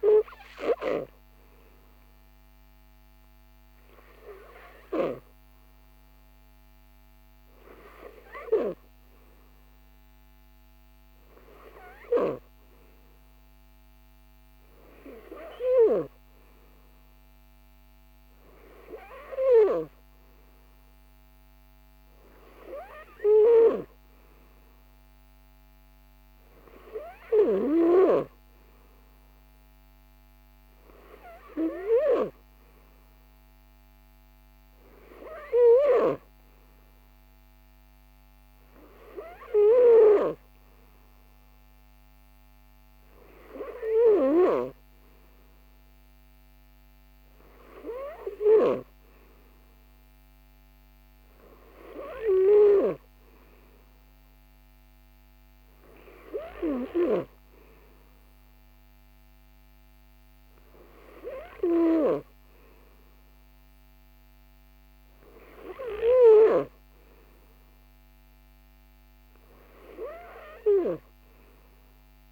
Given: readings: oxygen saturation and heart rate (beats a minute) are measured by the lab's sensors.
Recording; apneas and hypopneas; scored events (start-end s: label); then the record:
breathing in sleep by a microphone on the trachea; none
none scored
From the record:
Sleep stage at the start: N3 (deep sleep); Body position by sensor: on the right side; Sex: male